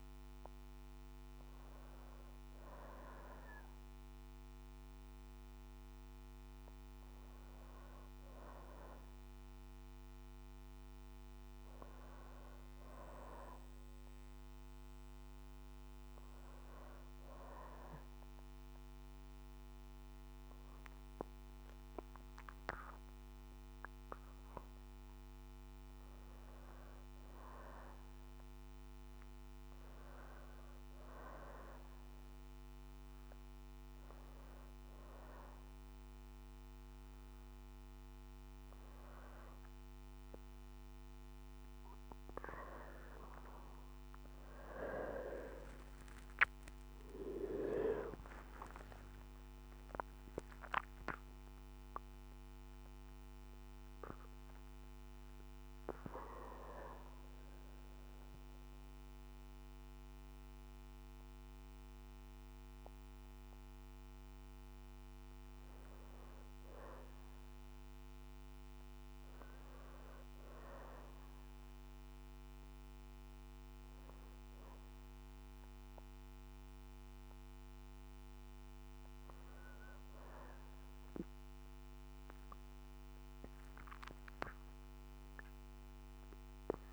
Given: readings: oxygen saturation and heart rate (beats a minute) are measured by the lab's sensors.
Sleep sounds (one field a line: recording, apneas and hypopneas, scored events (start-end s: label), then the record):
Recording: breathing in sleep by a microphone on the trachea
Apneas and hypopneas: 1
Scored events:
15.00-26.50 s: hypopnea (oxygen 95% before, 92% lowest, heart rate 60 before, 61 extreme, up 4 after)
36.00-44.00 s: oxygen desaturation (device-marked, oxygen 95% before, 92% lowest, heart rate 62 before, 61 extreme)
44.50-50.00 s: arousal
75.00-84.00 s: oxygen desaturation (device-marked, oxygen 99% before, 93% lowest, heart rate 63 before, 61 extreme)
From the record:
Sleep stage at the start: N2 (light sleep)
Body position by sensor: on the back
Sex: female